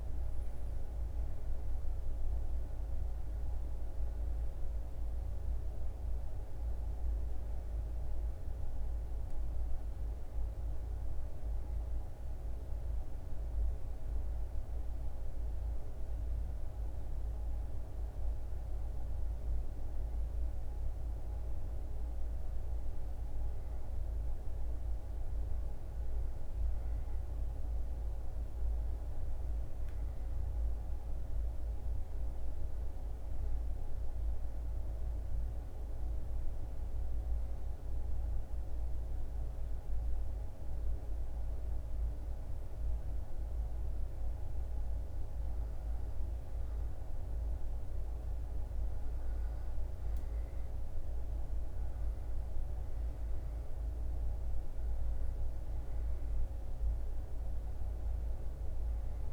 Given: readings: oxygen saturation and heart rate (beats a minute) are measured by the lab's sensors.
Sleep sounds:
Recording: breathing in sleep, hard to hear, by a room microphone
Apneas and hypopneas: 1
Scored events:
33.00-44.50 s: hypopnea (oxygen 97% before, 94% lowest, heart rate 76 before, 71 extreme, up 4 after)
48.00-51.50 s: arousal
From the record:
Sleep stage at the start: REM sleep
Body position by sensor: on the back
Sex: male

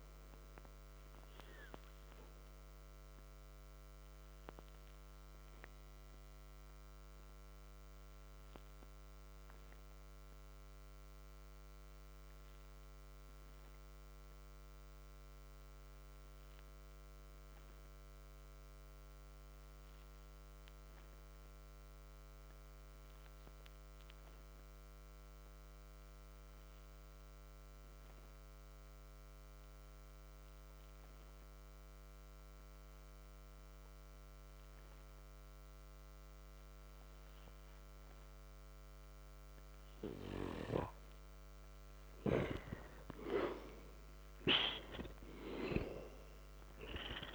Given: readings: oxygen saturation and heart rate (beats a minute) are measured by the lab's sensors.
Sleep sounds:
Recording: breathing in sleep by a microphone on the trachea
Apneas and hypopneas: 1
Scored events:
2.50-40.50 s: hypopnea (oxygen 97% before, 82% lowest, heart rate 54 before, 46 extreme, up 8 after)
19.00-32.00 s: oxygen desaturation (device-marked, oxygen 95% before, 86% lowest, heart rate 61 before, 46 extreme)
44.00-47.35 s: arousal
From the record:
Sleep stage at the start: N2 (light sleep)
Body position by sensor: on the back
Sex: male

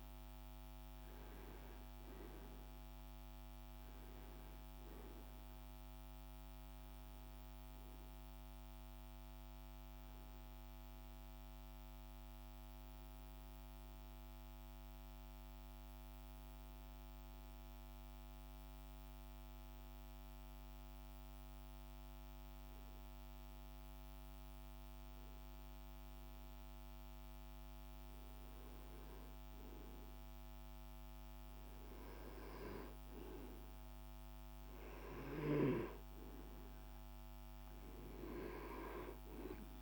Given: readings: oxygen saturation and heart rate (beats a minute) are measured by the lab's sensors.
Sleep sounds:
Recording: breathing in sleep by a microphone on the trachea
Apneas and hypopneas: 1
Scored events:
0.00-19.50 s: oxygen desaturation (device-marked, oxygen 91% lowest, heart rate 51 extreme)
11.00-25.00 s: hypopnea (oxygen 97% before, 92% lowest, heart rate 54 before, 51 extreme, up 2 after)
26.50-30.50 s: arousal
36.50-39.82 s: oxygen desaturation (device-marked, oxygen 98% before, 93% lowest, heart rate 52 before, 50 extreme)
From the record:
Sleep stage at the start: N2 (light sleep)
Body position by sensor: on the back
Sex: male

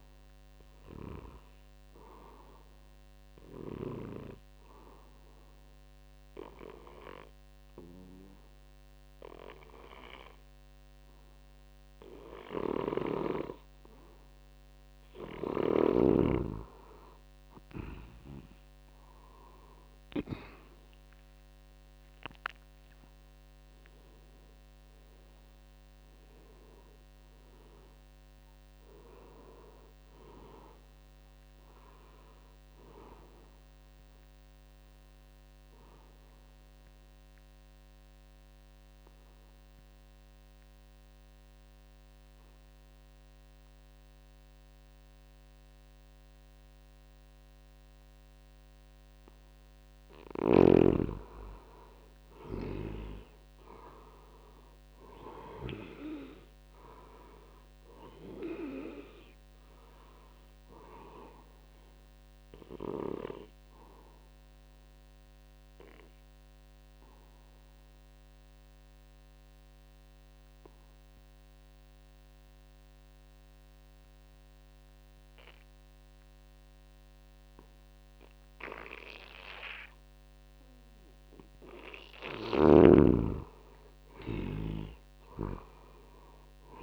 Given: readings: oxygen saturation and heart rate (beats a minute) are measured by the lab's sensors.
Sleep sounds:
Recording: breathing in sleep by a microphone on the trachea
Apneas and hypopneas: 3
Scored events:
3.50-16.50 s: obstructive apnea (oxygen 92% before, 82% lowest, heart rate 85 before, 82 extreme, up 7 after)
17.50-36.50 s: oxygen desaturation (device-marked, oxygen 92% before, 84% lowest, heart rate 84 before, 79 extreme)
19.00-23.00 s: arousal
34.00-50.00 s: obstructive apnea (oxygen 92% before, 82% lowest, heart rate 86 before, 79 extreme, up 4 after)
37.50-86.83 s: new sleep stage, REM sleep
51.50-68.50 s: oxygen desaturation (device-marked, oxygen 95% before, 82% lowest, heart rate 83 before, 77 extreme)
52.00-55.00 s: arousal
63.00-82.50 s: obstructive apnea (oxygen 95% before, 81% lowest, heart rate 82 before, 77 extreme, up 1 after)
82.00-86.83 s: snoring (device-marked)
82.50-86.83 s: oxygen desaturation (device-marked, oxygen 96% before, 82% lowest, heart rate 82 before, 74 extreme)
84.50-86.83 s: arousal
From the record:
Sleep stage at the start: N2 (light sleep)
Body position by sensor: on the back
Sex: male

